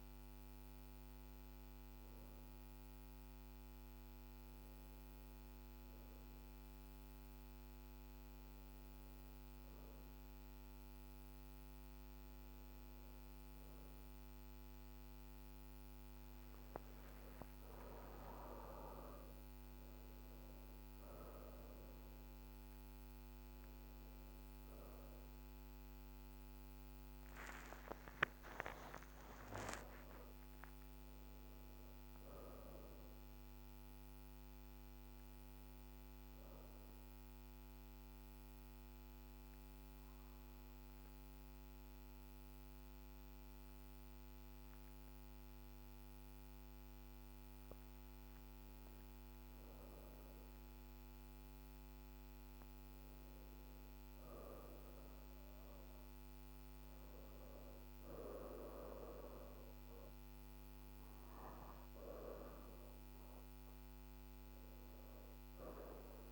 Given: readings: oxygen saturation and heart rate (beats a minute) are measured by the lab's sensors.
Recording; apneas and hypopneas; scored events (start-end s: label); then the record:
breathing in sleep by a microphone on the trachea; 1
0.00-9.50 s: oxygen desaturation (device-marked, oxygen 93% lowest)
22.50-27.50 s: arousal
36.00-47.00 s: obstructive apnea (oxygen 96% before, 91% lowest)
50.00-54.00 s: arousal
53.50-66.32 s: oxygen desaturation (device-marked, oxygen 97% before, 91% lowest)
From the record:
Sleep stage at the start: N2 (light sleep); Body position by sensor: on the right side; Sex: female